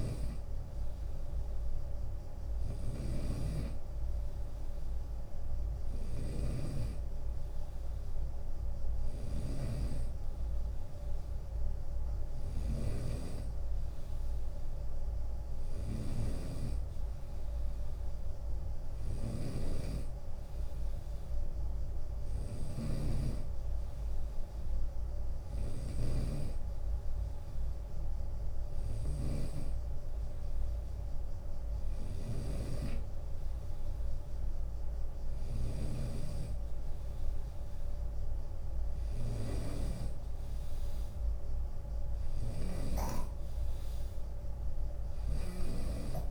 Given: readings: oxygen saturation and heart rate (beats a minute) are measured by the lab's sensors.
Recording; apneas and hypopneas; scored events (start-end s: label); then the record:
breathing in sleep by a room microphone; none
0.00-1.00 s: bradycardia (device-marked, heart rate 45 extreme)
0.00-1.50 s: long interval between heartbeats (device-marked, heart rate 49 extreme)
0.00-46.31 s: snoring (device-marked)
4.00-6.00 s: long interval between heartbeats (device-marked, heart rate 57 before, 60 extreme)
4.00-11.00 s: bradycardia (device-marked, heart rate 74 before, 54 extreme)
10.50-12.50 s: long interval between heartbeats (device-marked, heart rate 56 before, 56 extreme)
12.00-28.00 s: drop in pulse transit time (device-marked, heart rate 56 before, 55 extreme)
14.50-16.50 s: long interval between heartbeats (device-marked, heart rate 56 before, 69 extreme)
20.50-22.50 s: long interval between heartbeats (device-marked, heart rate 61 before, 75 extreme)
26.00-28.00 s: long interval between heartbeats (device-marked, heart rate 66 before, 78 extreme)
27.00-32.00 s: bradycardia (device-marked, heart rate 73 before, 58 extreme)
31.00-33.00 s: long interval between heartbeats (device-marked, heart rate 69 before, 48 extreme)
42.00-46.31 s: drop in pulse transit time (device-marked, heart rate 66 before, 66 extreme)
From the record:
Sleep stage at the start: N2 (light sleep); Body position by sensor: on the right side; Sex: male